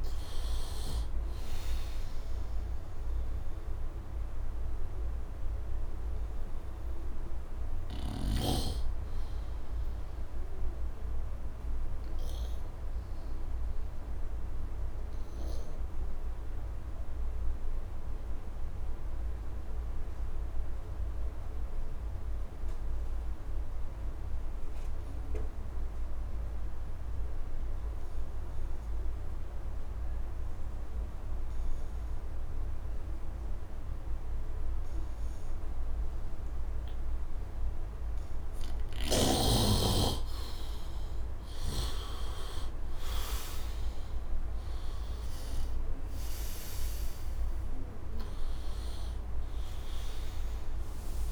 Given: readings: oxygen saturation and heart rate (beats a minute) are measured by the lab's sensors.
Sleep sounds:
breathing in sleep by a room microphone; 1
0.00-18.50 s: oxygen desaturation (device-marked, oxygen 76% lowest, heart rate 72 extreme)
3.50-39.50 s: obstructive apnea (oxygen 99% before, 73% lowest, heart rate 79 before, 73 extreme, up 6 after)
27.50-51.32 s: oxygen desaturation (device-marked, oxygen 100% before, 73% lowest, heart rate 76 before, 71 extreme)
41.00-46.00 s: arousal
From the record:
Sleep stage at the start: N2 (light sleep); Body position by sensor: on the right side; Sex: male

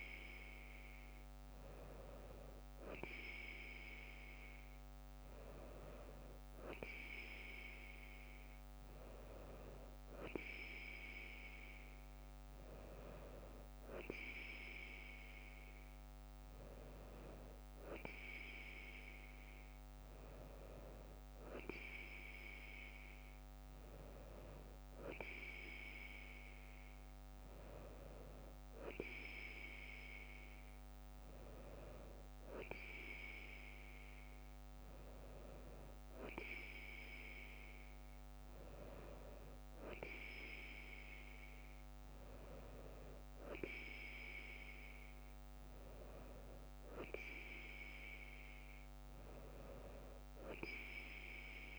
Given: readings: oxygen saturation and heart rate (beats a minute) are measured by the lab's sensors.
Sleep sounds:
breathing in sleep by a microphone on the trachea; none
none scored
From the record:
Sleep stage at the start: N2 (light sleep); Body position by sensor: on the right side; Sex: female

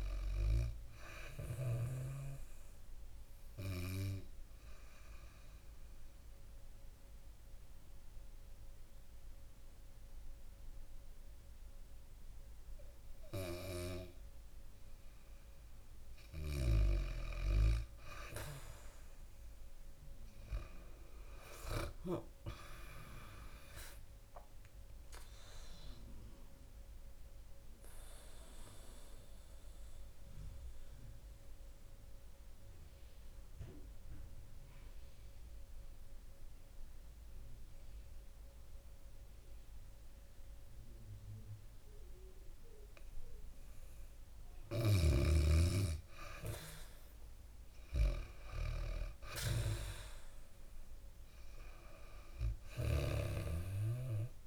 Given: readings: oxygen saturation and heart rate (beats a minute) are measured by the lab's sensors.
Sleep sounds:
breathing in sleep by a room microphone; 2
0.50-13.50 s: oxygen desaturation (device-marked, oxygen 97% before, 93% lowest, heart rate 65 before, 59 extreme)
3.50-15.50 s: obstructive apnea (oxygen 97% before, 91% lowest, heart rate 65 before, 59 extreme, up 10 after)
21.50-24.50 s: arousal
25.50-39.50 s: oxygen desaturation (device-marked, oxygen 97% before, 91% lowest, heart rate 64 before, 58 extreme)
26.00-43.00 s: mixed apnea (oxygen 97% before, 91% lowest, heart rate 64 before, 58 extreme, up 5 after)
46.00-48.50 s: arousal
50.50-54.47 s: oxygen desaturation (device-marked, oxygen 98% before, 92% lowest, heart rate 65 before, 58 extreme)
From the record:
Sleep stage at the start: N2 (light sleep); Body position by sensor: on the back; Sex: female

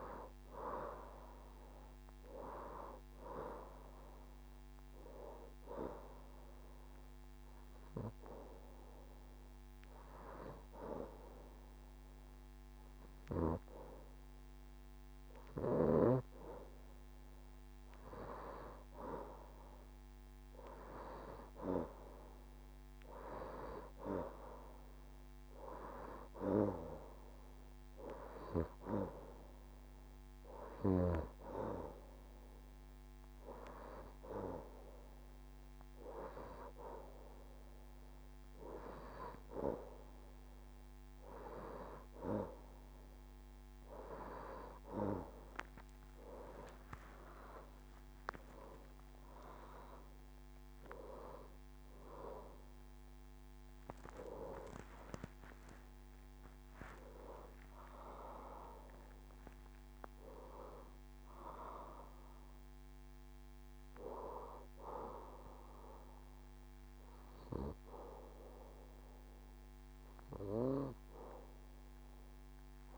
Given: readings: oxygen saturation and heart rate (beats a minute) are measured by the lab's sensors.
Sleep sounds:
a person partly awake in a sleep study, by a microphone on the trachea; 2
0.00-1.00 s: arousal
0.00-2.50 s: oxygen desaturation (device-marked, oxygen 89% lowest, heart rate 71 extreme)
4.50-19.50 s: oxygen desaturation (device-marked, oxygen 96% before, 89% lowest, heart rate 86 before, 71 extreme)
5.50-18.50 s: hypopnea (oxygen 96% before, 89% lowest, heart rate 86 before, 71 extreme, up 13 after)
20.00-22.00 s: long interval between heartbeats (device-marked, heart rate 74 before, 79 extreme)
21.00-25.50 s: arousal
27.50-42.50 s: oxygen desaturation (device-marked, oxygen 93% before, 89% lowest, heart rate 76 before, 70 extreme)
30.50-42.00 s: hypopnea (oxygen 96% before, 89% lowest, heart rate 76 before, 70 extreme, up 30 after)
37.50-39.50 s: long interval between heartbeats (device-marked, heart rate 77 before, 83 extreme)
45.50-72.98 s: new sleep stage, awake
47.00-49.00 s: long interval between heartbeats (device-marked, heart rate 78 before, 102 extreme)
52.50-70.50 s: oxygen desaturation (device-marked, oxygen 92% before, 89% lowest, heart rate 87 before, 67 extreme)
55.00-57.00 s: long interval between heartbeats (device-marked, heart rate 87 before, 85 extreme)
From the record:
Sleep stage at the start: N2 (light sleep); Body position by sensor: on the left side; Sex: female

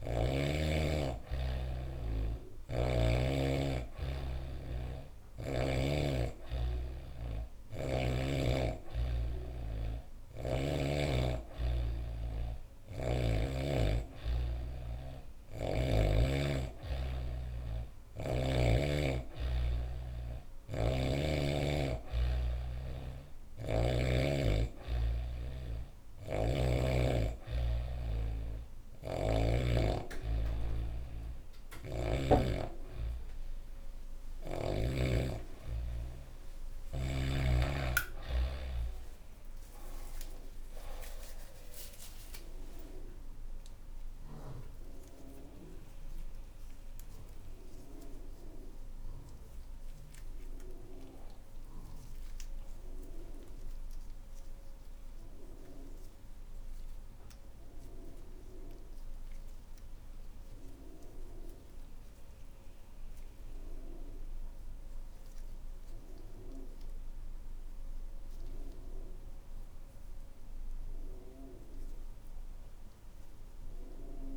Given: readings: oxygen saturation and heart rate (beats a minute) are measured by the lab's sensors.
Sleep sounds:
a person awake in a sleep study, by a room microphone; none
0.00-2.50 s: snoring (device-marked)
12.00-15.50 s: snoring (device-marked)
20.00-23.50 s: snoring (device-marked)
25.50-29.00 s: snoring (device-marked)
30.50-74.37 s: new sleep stage, awake
31.00-34.50 s: snoring (device-marked)
From the record:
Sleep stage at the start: N2 (light sleep); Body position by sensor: on the back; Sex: female

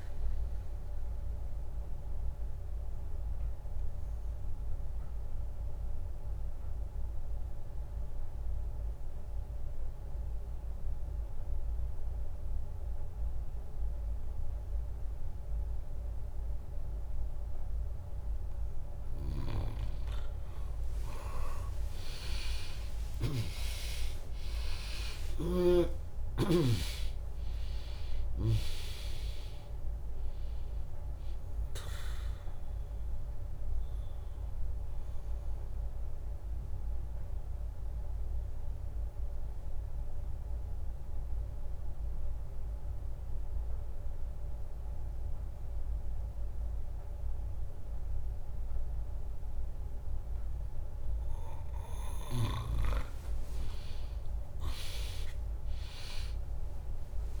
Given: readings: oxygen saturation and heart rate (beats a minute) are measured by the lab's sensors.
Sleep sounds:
breathing in sleep by a room microphone; 2
0.00-2.00 s: drop in pulse transit time (device-marked, heart rate 63 extreme)
0.50-18.00 s: obstructive apnea (oxygen 100% before, 96% lowest, heart rate 71 before, 59 extreme, up 17 after)
21.50-26.00 s: arousal
23.00-25.00 s: long interval between heartbeats (device-marked, heart rate 71 before, 70 extreme)
24.00-37.00 s: drop in pulse transit time (device-marked, heart rate 70 before, 72 extreme)
26.00-46.00 s: oxygen desaturation (device-marked, oxygen 100% before, 96% lowest, heart rate 70 before, 59 extreme)
34.00-52.50 s: mixed apnea (oxygen 100% before, 96% lowest, heart rate 73 before, 59 extreme, up 13 after)
51.00-53.00 s: bradycardia (device-marked, heart rate 74 before, 63 extreme)
54.00-57.40 s: arousal
From the record:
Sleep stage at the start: N2 (light sleep); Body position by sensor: on the back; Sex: female

